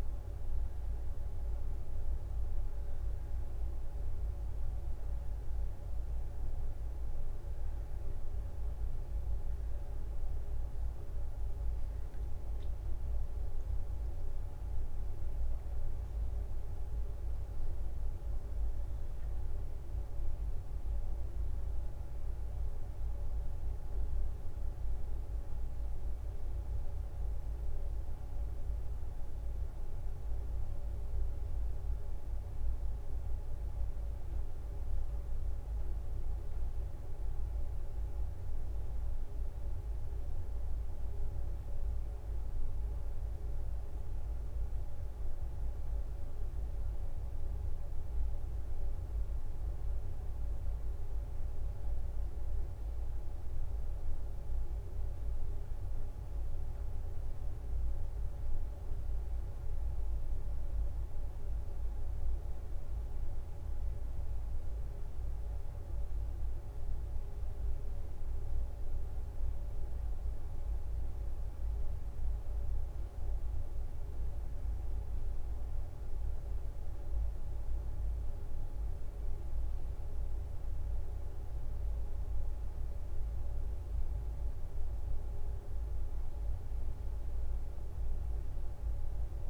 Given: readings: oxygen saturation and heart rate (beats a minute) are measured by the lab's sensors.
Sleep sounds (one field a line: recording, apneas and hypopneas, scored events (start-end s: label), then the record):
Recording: a person awake in a sleep study, hard to hear, by a room microphone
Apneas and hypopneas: none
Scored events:
24.50-31.50 s: leg movement (device-marked)
48.50-59.50 s: drop in pulse transit time (device-marked, heart rate 66 before, 62 extreme)
88.50-89.50 s: bradycardia (device-marked, heart rate 64 before, 62 extreme)
From the record:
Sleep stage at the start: awake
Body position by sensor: on the right side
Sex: female